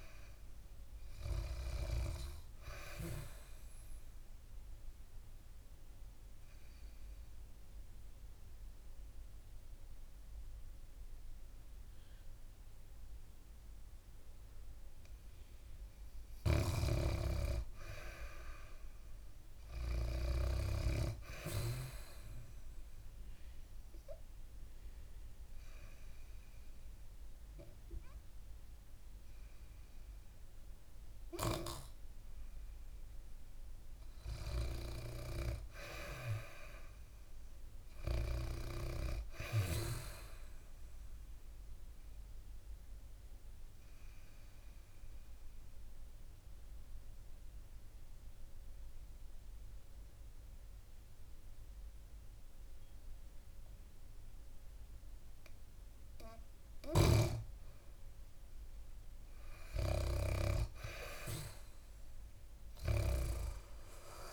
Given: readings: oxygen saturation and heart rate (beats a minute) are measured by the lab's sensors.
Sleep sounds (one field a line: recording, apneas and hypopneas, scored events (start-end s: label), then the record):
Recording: breathing in sleep by a room microphone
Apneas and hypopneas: 3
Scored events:
0.00-1.00 s: oxygen desaturation (device-marked, oxygen 95% lowest, heart rate 64 extreme)
3.00-15.50 s: obstructive apnea (oxygen 99% before, 95% lowest, heart rate 68 before, 66 extreme, up 3 after)
16.00-20.50 s: snoring (device-marked)
17.00-21.00 s: arousal
23.50-33.50 s: obstructive apnea (oxygen 99% before, 95% lowest, heart rate 70 before, 66 extreme, up 1 after)
35.00-38.00 s: arousal
40.00-55.50 s: obstructive apnea (oxygen 98% before, 95% lowest, heart rate 69 before, 60 extreme, up 3 after)
58.50-62.50 s: arousal
62.00-64.33 s: oxygen desaturation (device-marked, oxygen 99% before, 96% lowest, heart rate 68 before, 60 extreme)
From the record:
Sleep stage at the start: N2 (light sleep)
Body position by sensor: on the back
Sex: female